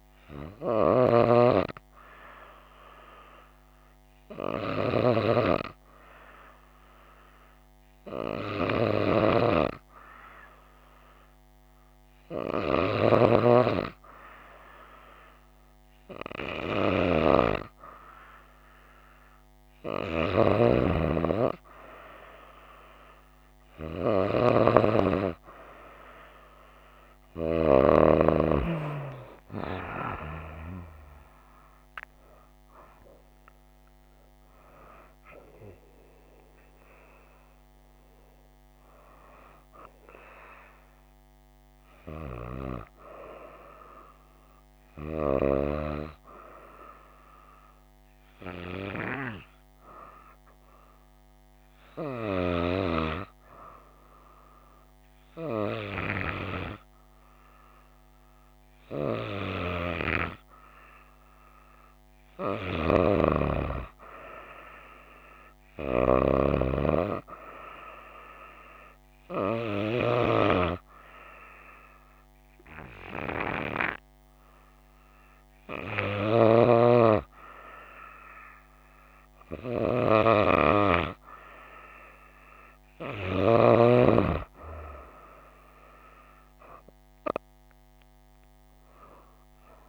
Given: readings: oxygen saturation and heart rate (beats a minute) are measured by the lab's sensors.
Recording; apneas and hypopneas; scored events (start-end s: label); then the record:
breathing in sleep by a microphone on the trachea; 1
30.00-35.00 s: arousal
48.00-61.00 s: hypopnea (oxygen 96% before, 94% lowest, heart rate 64 before, 59 extreme, up 1 after)
62.50-66.00 s: arousal
From the record:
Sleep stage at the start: N2 (light sleep); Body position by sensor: on the right side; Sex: female